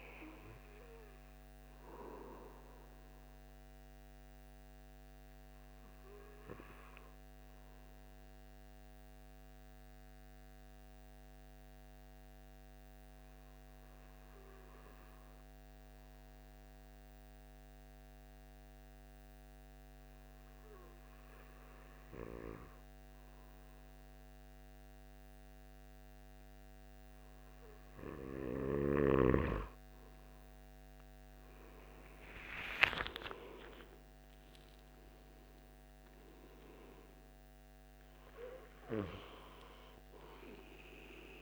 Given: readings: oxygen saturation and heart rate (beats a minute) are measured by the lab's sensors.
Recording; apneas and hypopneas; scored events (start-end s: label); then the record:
breathing in sleep by a microphone on the trachea; 1
4.50-27.00 s: obstructive apnea (oxygen 96% before, 93% lowest, heart rate 89 before, 66 extreme, up 17 after)
32.50-36.50 s: arousal
35.50-41.42 s: oxygen desaturation (device-marked, oxygen 97% before, 93% lowest, heart rate 75 before, 42 extreme)
From the record:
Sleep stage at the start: N2 (light sleep); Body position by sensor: on the back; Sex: male